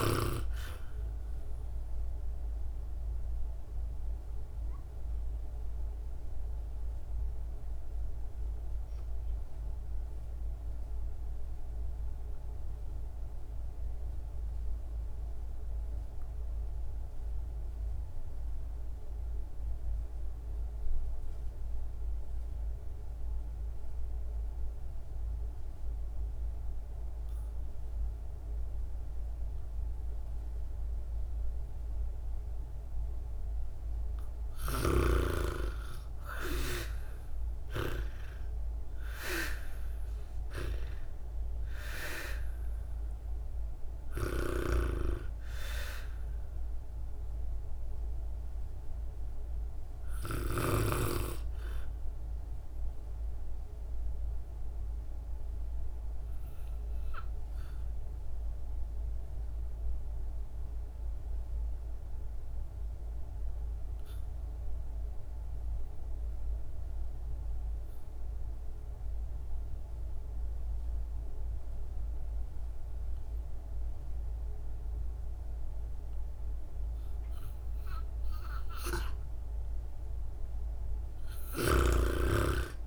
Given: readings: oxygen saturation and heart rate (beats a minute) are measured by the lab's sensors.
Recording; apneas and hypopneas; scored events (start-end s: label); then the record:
breathing in sleep by a room microphone; 2
2.50-32.50 s: obstructive apnea (oxygen 98% before, 80% lowest, heart rate 61 before, 53 extreme, up 13 after)
24.00-63.00 s: oxygen desaturation (device-marked, oxygen 97% before, 80% lowest, heart rate 61 before, 53 extreme)
36.00-40.50 s: arousal
51.00-77.50 s: obstructive apnea (oxygen 96% before, 80% lowest, heart rate 62 before, 55 extreme, up 6 after)
80.00-82.87 s: arousal
80.50-82.87 s: snoring (device-marked)
81.00-82.87 s: oxygen desaturation (device-marked, oxygen 97% before, 86% lowest, heart rate 59 before, 52 extreme)
From the record:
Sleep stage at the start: REM sleep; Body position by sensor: on the back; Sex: female